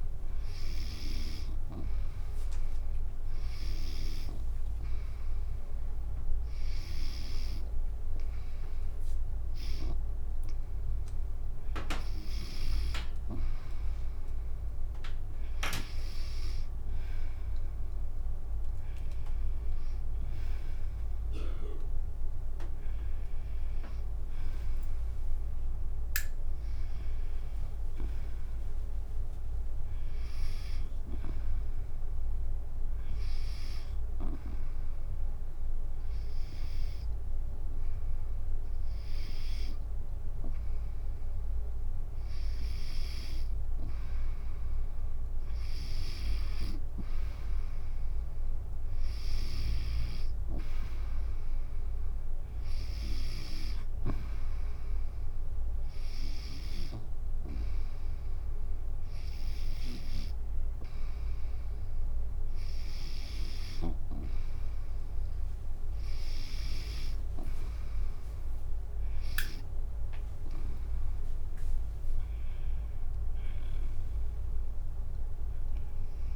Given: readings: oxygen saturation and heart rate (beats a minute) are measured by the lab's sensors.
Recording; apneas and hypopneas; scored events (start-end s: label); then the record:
breathing in sleep by a room microphone; 2
0.00-1.50 s: snoring (device-marked)
0.00-3.00 s: arousal
3.50-7.50 s: snoring (device-marked)
6.00-18.00 s: obstructive apnea (oxygen 96% before, 93% lowest, heart rate 77 before, 74 extreme, up 6 after)
17.00-32.00 s: drop in pulse transit time (device-marked, heart rate 74 before, 75 extreme)
21.00-23.50 s: arousal
27.00-30.00 s: arousal
33.50-44.50 s: hypopnea (oxygen 96% before, 93% lowest, heart rate 77 before, 74 extreme, up 4 after)
46.00-63.50 s: snoring (device-marked)
47.00-50.00 s: arousal
67.00-73.00 s: tachycardia (device-marked, heart rate 74 before, 118 extreme)
69.00-76.36 s: drop in pulse transit time (device-marked, heart rate 78 before, 84 extreme)
75.00-76.36 s: tachycardia (device-marked, heart rate 74 before, 105 extreme)
From the record:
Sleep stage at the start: N2 (light sleep); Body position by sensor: on the back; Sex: female